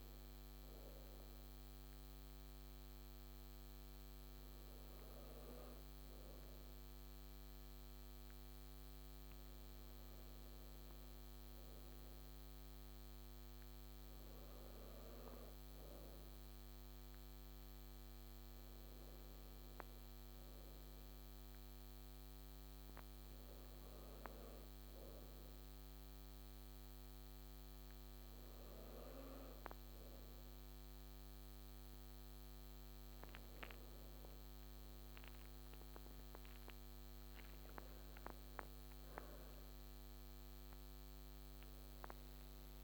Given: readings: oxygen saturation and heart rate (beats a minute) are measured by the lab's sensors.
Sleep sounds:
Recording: breathing in sleep, hard to hear, by a microphone on the trachea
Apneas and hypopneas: none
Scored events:
35.50-40.50 s: arousal
From the record:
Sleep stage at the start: N2 (light sleep)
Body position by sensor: on the right side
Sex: female

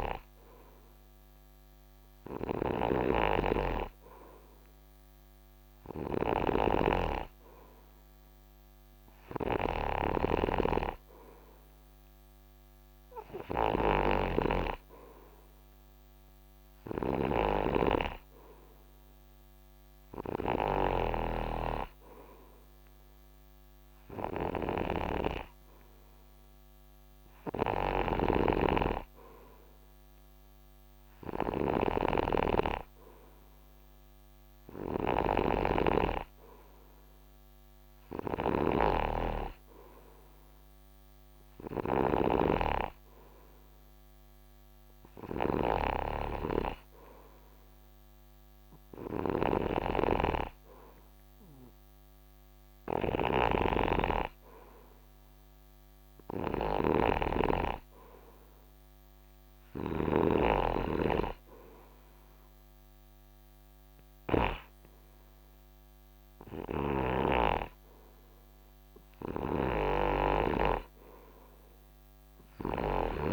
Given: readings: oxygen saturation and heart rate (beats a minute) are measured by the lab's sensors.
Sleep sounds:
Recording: breathing in sleep by a microphone on the trachea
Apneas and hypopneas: none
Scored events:
0.00-65.50 s: snoring (device-marked)
70.00-73.33 s: snoring (device-marked)
From the record:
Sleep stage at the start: N2 (light sleep)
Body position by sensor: on the right side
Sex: male

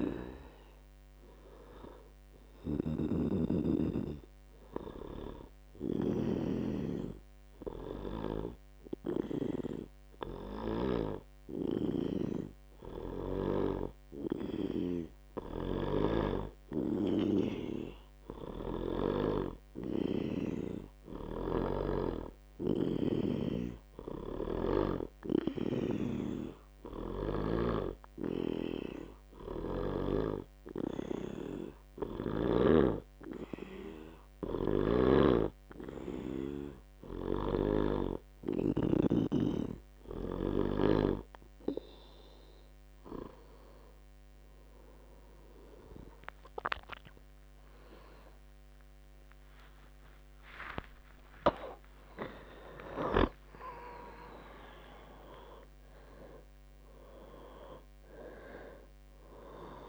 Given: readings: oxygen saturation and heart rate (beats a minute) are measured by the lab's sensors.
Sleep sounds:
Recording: breathing in sleep by a microphone on the trachea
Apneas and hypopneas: 2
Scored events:
5.50-16.00 s: hypopnea (oxygen 95% before, 92% lowest, heart rate 70 before, 67 extreme, up 8 after)
19.50-23.50 s: arousal
25.00-40.00 s: oxygen desaturation (device-marked, oxygen 96% before, 92% lowest, heart rate 69 before, 69 extreme)
29.50-40.00 s: hypopnea (oxygen 96% before, 92% lowest, heart rate 71 before, 69 extreme, up 4 after)
48.00-55.00 s: tachycardia (device-marked, heart rate 69 before, 130 extreme)
50.50-55.50 s: arousal
From the record:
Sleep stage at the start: N2 (light sleep)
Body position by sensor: on the back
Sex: male

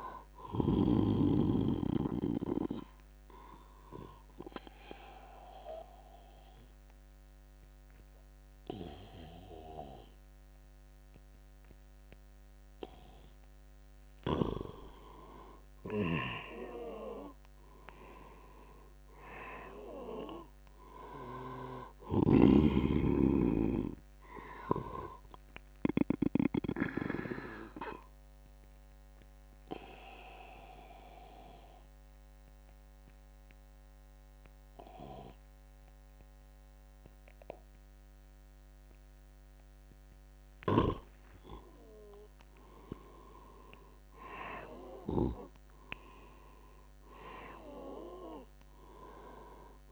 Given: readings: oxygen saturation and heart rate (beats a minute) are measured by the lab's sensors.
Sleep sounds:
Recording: breathing in sleep by a microphone on the trachea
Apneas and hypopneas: 2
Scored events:
0.00-6.00 s: oxygen desaturation (device-marked, oxygen 87% lowest, heart rate 74 extreme)
2.00-13.50 s: obstructive apnea (oxygen 97% before, 90% lowest, heart rate 80 before, 76 extreme, up 18 after)
15.50-18.50 s: arousal
22.50-26.50 s: snoring (device-marked)
24.00-35.00 s: oxygen desaturation (device-marked, oxygen 99% before, 94% lowest, heart rate 86 before, 75 extreme)
26.50-40.00 s: obstructive apnea (oxygen 99% before, 90% lowest, heart rate 87 before, 75 extreme, up 11 after)
41.50-45.00 s: arousal
From the record:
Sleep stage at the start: N2 (light sleep)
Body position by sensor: on the back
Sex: male

